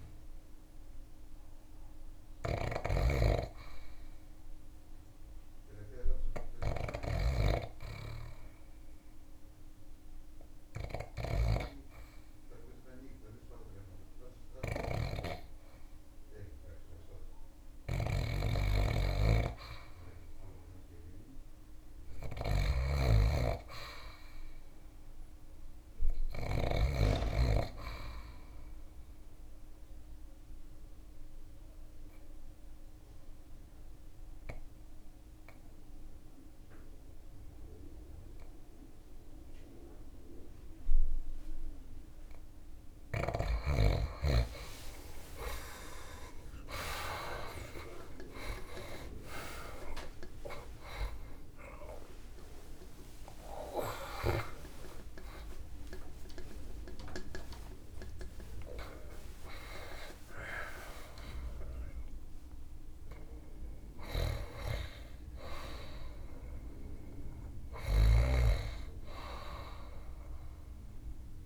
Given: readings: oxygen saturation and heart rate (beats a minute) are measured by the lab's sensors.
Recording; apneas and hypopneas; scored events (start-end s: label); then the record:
breathing in sleep by a room microphone; 1
0.00-1.50 s: arousal
1.50-6.50 s: snoring (device-marked)
9.00-52.00 s: oxygen desaturation (device-marked, oxygen 99% before, 86% lowest)
14.00-26.00 s: snoring (device-marked)
28.50-42.50 s: obstructive apnea (oxygen 99% before, 86% lowest)
43.00-71.46 s: new sleep stage, N2 (light sleep)
44.00-51.00 s: arousal
54.00-71.46 s: oxygen desaturation (device-marked, oxygen 95% before, 86% lowest)
63.00-71.46 s: snoring (device-marked)
From the record:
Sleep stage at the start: REM sleep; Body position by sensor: on the back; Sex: male